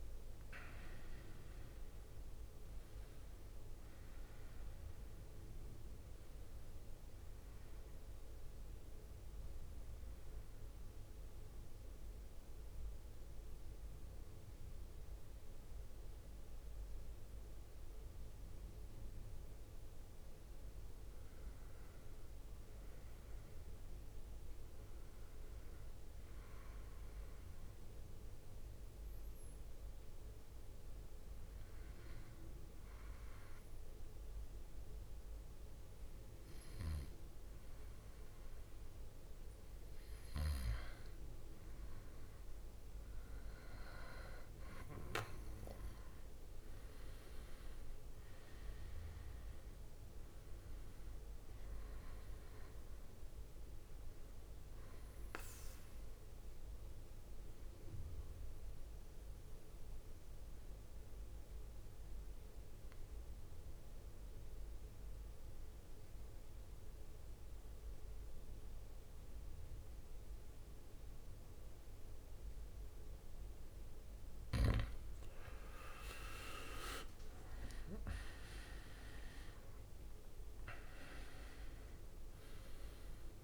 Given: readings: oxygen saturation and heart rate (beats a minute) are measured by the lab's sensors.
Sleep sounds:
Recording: breathing in sleep by a room microphone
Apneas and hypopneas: 3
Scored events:
0.00-15.00 s: oxygen desaturation (device-marked, oxygen 94% lowest, heart rate 55 extreme)
9.00-19.50 s: central apnea (oxygen 98% before, 93% lowest, heart rate 66 before, 55 extreme, up 8 after)
20.50-23.00 s: arousal
26.00-39.00 s: obstructive apnea (oxygen 98% before, 91% lowest, heart rate 60 before, 57 extreme, up 6 after)
45.00-64.00 s: oxygen desaturation (device-marked, oxygen 96% before, 93% lowest, heart rate 62 before, 57 extreme)
45.50-50.50 s: arousal
55.00-74.50 s: mixed apnea (oxygen 98% before, 91% lowest, heart rate 65 before, 57 extreme, up 14 after)
75.50-77.00 s: leg movement (device-marked)
76.00-83.44 s: oxygen desaturation (device-marked, oxygen 97% before, 91% lowest, heart rate 61 before, 59 extreme)
77.00-83.00 s: arousal
78.00-83.44 s: drop in pulse transit time (device-marked, heart rate 61 before, 63 extreme)
From the record:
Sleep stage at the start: N2 (light sleep)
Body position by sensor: on the back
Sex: male

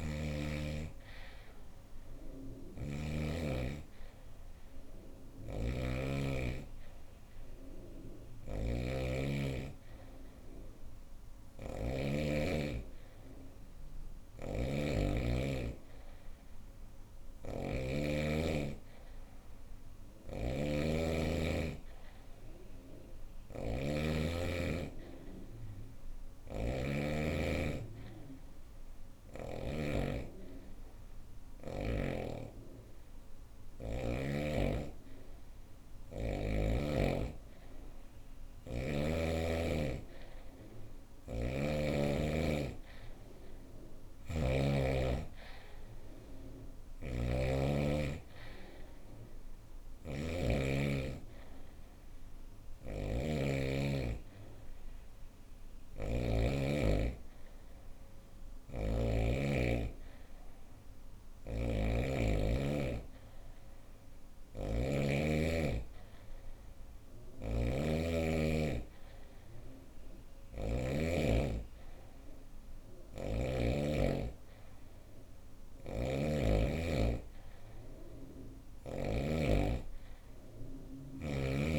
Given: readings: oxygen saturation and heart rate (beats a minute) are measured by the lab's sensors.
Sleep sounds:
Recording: breathing in sleep by a room microphone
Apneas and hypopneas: none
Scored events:
0.00-2.50 s: snoring (device-marked)
4.50-11.50 s: snoring (device-marked)
13.50-29.00 s: snoring (device-marked)
46.00-58.50 s: snoring (device-marked)
60.50-73.00 s: snoring (device-marked)
75.00-78.50 s: snoring (device-marked)
From the record:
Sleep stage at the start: N2 (light sleep)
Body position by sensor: on the right side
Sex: female

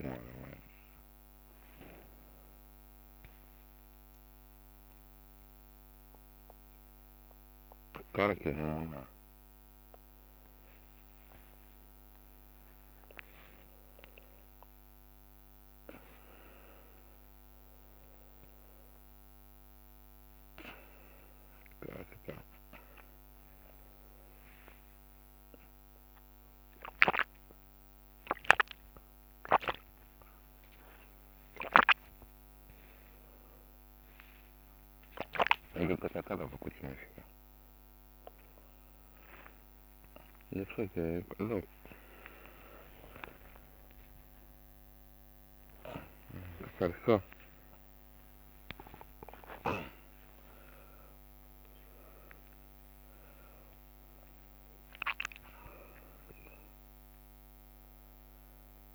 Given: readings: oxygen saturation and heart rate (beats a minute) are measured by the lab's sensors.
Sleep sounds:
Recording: a person awake in a sleep study, by a microphone on the trachea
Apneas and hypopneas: none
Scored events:
0.00-7.50 s: leg movement (device-marked)
0.00-13.00 s: drop in pulse transit time (device-marked, heart rate 64 extreme)
9.00-12.50 s: leg movement (device-marked)
16.00-17.50 s: leg movement (device-marked)
22.50-26.50 s: leg movement (device-marked)
32.50-35.00 s: leg movement (device-marked)
42.00-52.00 s: tachycardia (device-marked, heart rate 78 before, 132 extreme)
43.50-45.50 s: long interval between heartbeats (device-marked, heart rate 73 before, 90 extreme)
45.50-47.50 s: long interval between heartbeats (device-marked, heart rate 75 before, 101 extreme)
49.00-51.00 s: long interval between heartbeats (device-marked, heart rate 83 before, 129 extreme)
From the record:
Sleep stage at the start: awake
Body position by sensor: on the right side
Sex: male

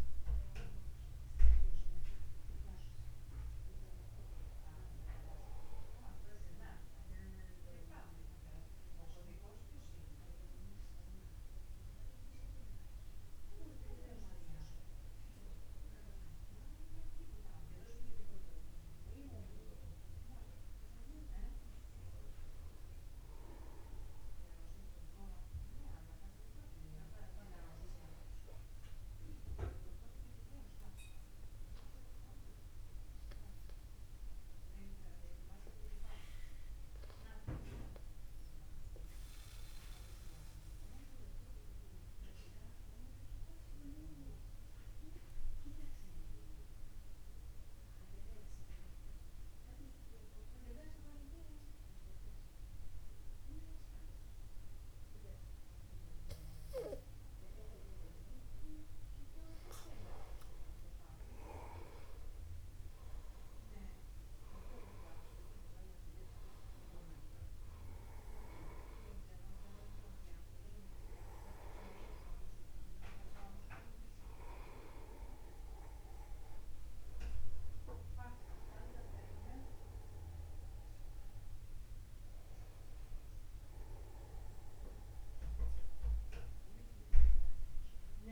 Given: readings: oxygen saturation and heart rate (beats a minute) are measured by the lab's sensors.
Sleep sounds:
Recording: a person partly awake in a sleep study, by a room microphone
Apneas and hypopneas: 2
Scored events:
6.50-23.00 s: hypopnea (oxygen 99% before, 95% lowest, heart rate 50 before, 50 extreme, up 0 after)
10.50-70.50 s: new sleep stage, N2 (light sleep)
26.00-29.50 s: arousal
40.50-58.50 s: mixed apnea (oxygen 98% before, 95% lowest, heart rate 50 before, 50 extreme, up 0 after)
70.50-88.32 s: new sleep stage, awake
From the record:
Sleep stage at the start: awake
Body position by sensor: upright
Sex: male

